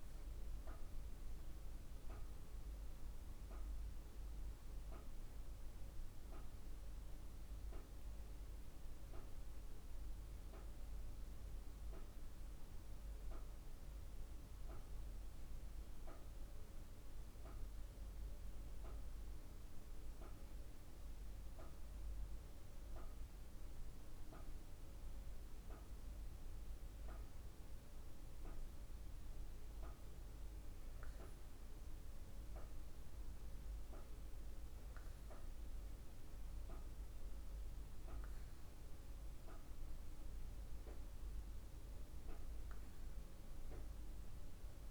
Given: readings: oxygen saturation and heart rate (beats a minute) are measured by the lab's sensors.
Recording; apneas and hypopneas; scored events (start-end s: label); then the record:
breathing in sleep, hard to hear, by a room microphone; 1
0.00-1.50 s: arousal
4.00-21.50 s: obstructive apnea (oxygen 99% before, 96% lowest, heart rate 54 before, 50 extreme, up 3 after)
23.00-27.00 s: arousal
26.50-44.91 s: oxygen desaturation (device-marked, oxygen 99% before, 96% lowest, heart rate 52 before, 51 extreme)
From the record:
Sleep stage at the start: N2 (light sleep); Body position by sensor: on the back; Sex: female